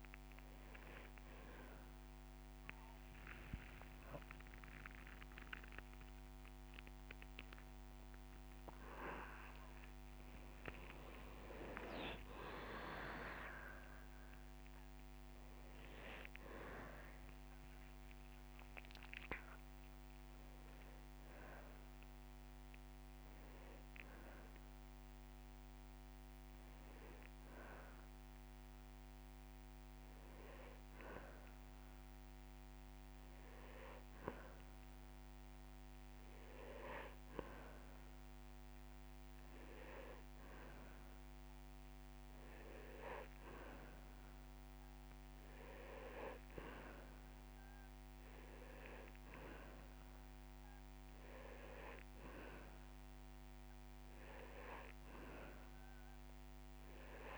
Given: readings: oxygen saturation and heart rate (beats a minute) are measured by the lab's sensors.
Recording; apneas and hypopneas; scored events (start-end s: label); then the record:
breathing in sleep by a microphone on the trachea; none
3.00-8.50 s: arousal
10.50-12.50 s: long interval between heartbeats (device-marked)
34.00-36.00 s: long interval between heartbeats (device-marked)
43.00-45.00 s: long interval between heartbeats (device-marked)
From the record:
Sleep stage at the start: N2 (light sleep); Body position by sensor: on the back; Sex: male